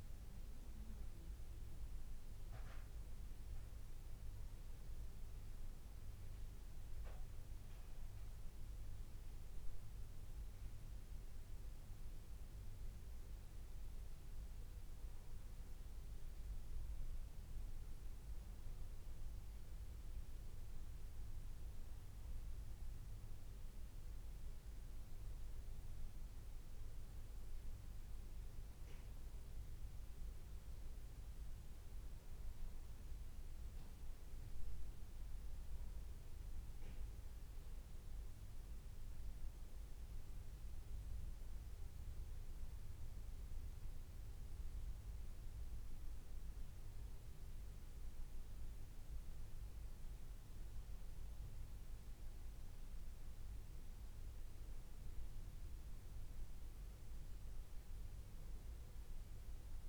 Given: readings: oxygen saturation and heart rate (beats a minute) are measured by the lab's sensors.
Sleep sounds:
breathing in sleep, hard to hear, by a room microphone; none
none scored
From the record:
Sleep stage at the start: N2 (light sleep); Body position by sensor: on the back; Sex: male

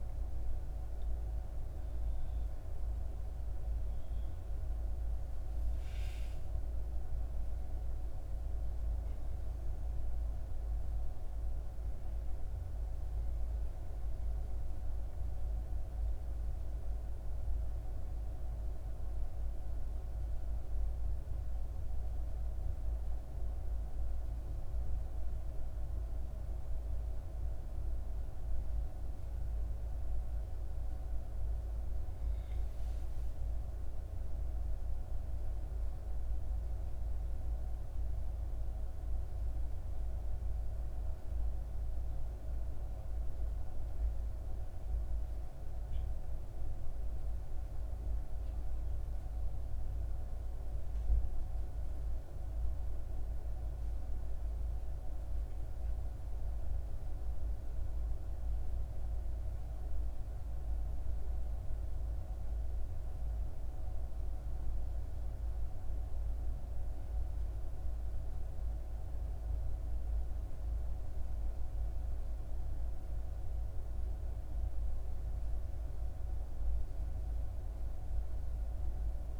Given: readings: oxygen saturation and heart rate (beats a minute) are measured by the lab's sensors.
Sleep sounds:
a person awake in a sleep study, hard to hear, by a room microphone; none
none scored
From the record:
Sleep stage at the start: awake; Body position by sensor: on the back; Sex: female

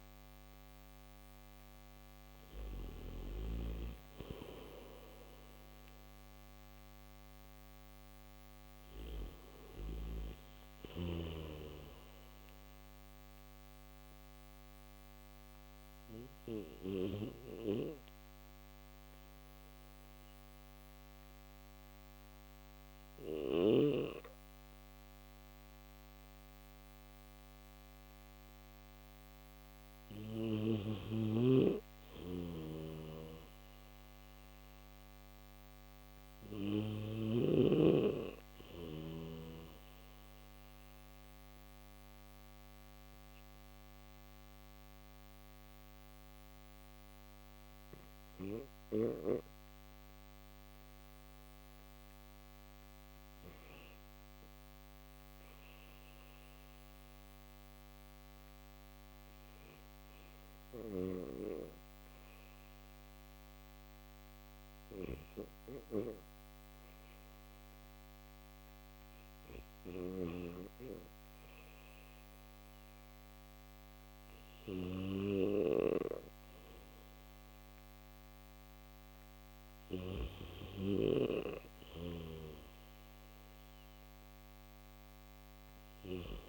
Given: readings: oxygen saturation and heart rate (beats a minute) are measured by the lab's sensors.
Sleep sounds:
breathing in sleep by a microphone on the trachea; none
0.00-2.50 s: snoring (device-marked)
0.00-3.50 s: oxygen desaturation (device-marked, oxygen 89% lowest, heart rate 63 extreme)
30.50-37.00 s: snoring (device-marked)
33.50-47.50 s: oxygen desaturation (device-marked, oxygen 98% before, 94% lowest, heart rate 68 before, 63 extreme)
74.50-86.49 s: new sleep stage, N3 (deep sleep)
From the record:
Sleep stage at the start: N1 (lightest sleep); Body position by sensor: on the back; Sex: male

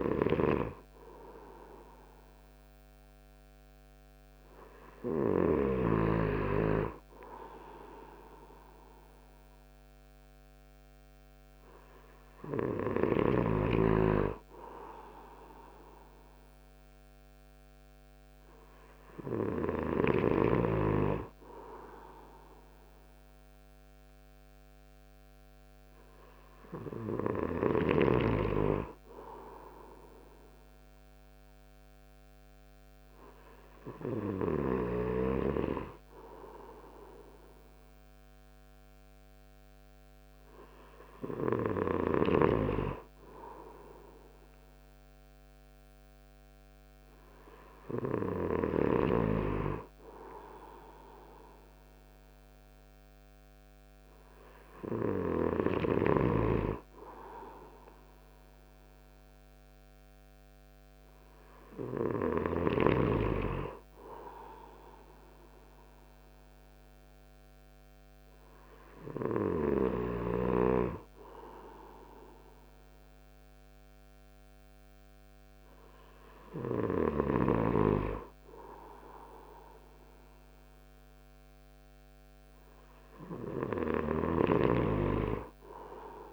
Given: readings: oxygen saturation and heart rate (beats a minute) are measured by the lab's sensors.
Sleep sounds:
breathing in sleep by a microphone on the trachea; none
0.00-6.00 s: snoring (device-marked)
From the record:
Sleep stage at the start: N2 (light sleep); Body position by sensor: on the right side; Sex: male

